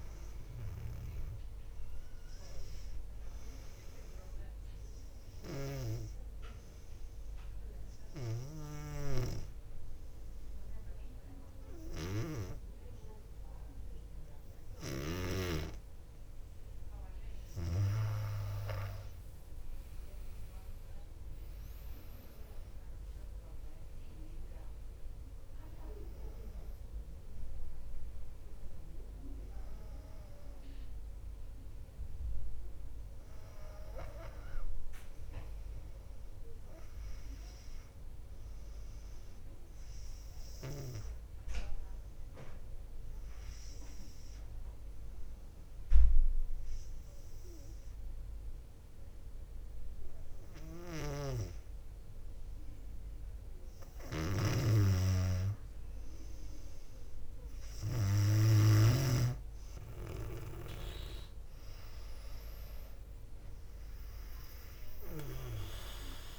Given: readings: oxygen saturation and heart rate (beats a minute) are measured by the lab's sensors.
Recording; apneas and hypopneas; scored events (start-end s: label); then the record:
breathing in sleep by a room microphone; 2
4.50-16.00 s: obstructive apnea (oxygen 99% before, 95% lowest, heart rate 59 before, 56 extreme, up 8 after)
20.00-24.50 s: arousal
21.50-39.50 s: oxygen desaturation (device-marked, oxygen 99% before, 96% lowest, heart rate 58 before, 56 extreme)
41.00-54.50 s: obstructive apnea (oxygen 99% before, 95% lowest, heart rate 61 before, 56 extreme, up 5 after)
51.00-59.00 s: snoring (device-marked)
59.50-66.39 s: oxygen desaturation (device-marked, oxygen 99% before, 95% lowest, heart rate 57 before, 58 extreme)
60.50-65.00 s: arousal
From the record:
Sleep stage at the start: N2 (light sleep); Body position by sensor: on the back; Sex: female